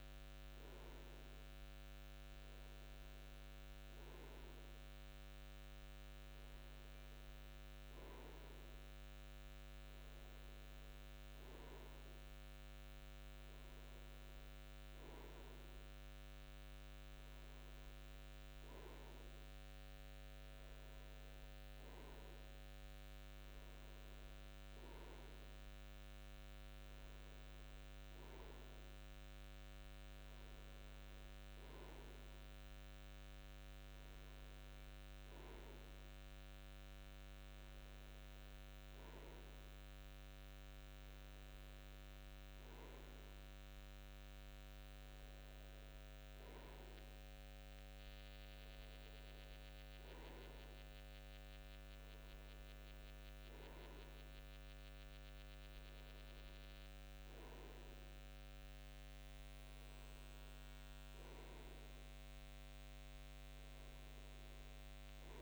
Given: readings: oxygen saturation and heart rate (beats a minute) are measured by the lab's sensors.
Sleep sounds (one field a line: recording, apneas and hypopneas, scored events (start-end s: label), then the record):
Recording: breathing in sleep, hard to hear, by a microphone on the trachea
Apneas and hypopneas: none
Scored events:
none scored
From the record:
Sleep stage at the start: N2 (light sleep)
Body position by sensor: on the front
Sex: male